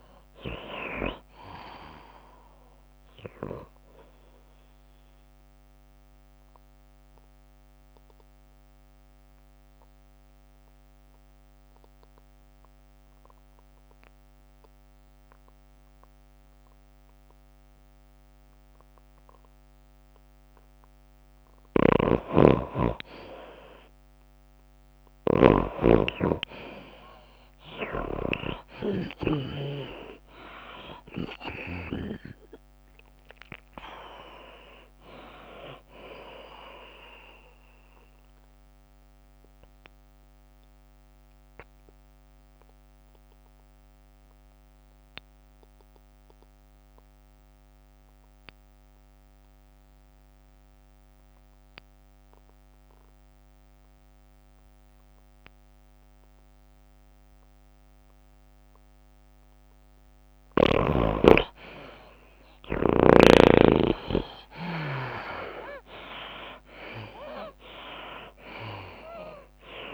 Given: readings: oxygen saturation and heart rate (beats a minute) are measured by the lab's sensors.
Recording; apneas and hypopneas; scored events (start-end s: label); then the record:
breathing in sleep by a microphone on the trachea; 2
0.00-13.50 s: drop in pulse transit time (device-marked, heart rate 90 extreme)
0.00-16.50 s: oxygen desaturation (device-marked, oxygen 82% lowest, heart rate 84 extreme)
6.50-22.50 s: obstructive apnea (oxygen 97% before, 77% lowest, heart rate 97 before, 84 extreme, up 6 after)
17.50-19.50 s: long interval between heartbeats (device-marked, heart rate 96 before, 89 extreme)
22.50-26.50 s: snoring (device-marked)
25.00-29.00 s: arousal
29.50-44.50 s: drop in pulse transit time (device-marked, heart rate 90 before, 94 extreme)
29.50-49.50 s: oxygen desaturation (device-marked, oxygen 96% before, 82% lowest, heart rate 90 before, 87 extreme)
33.50-37.50 s: tachycardia (device-marked, heart rate 96 before, 101 extreme)
40.00-61.00 s: obstructive apnea (oxygen 96% before, 76% lowest, heart rate 93 before, 87 extreme)
61.50-63.50 s: long interval between heartbeats (device-marked, heart rate 94 before, 87 extreme)
61.50-69.94 s: tachycardia (device-marked, heart rate 96 before, 158 extreme)
62.50-69.94 s: oxygen desaturation (device-marked, oxygen 95% before, 76% lowest, heart rate 94 before, 88 extreme)
63.50-67.50 s: arousal
66.50-69.94 s: drop in pulse transit time (device-marked, heart rate 94 before, 98 extreme)
From the record:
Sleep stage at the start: N2 (light sleep); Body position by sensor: on the back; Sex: female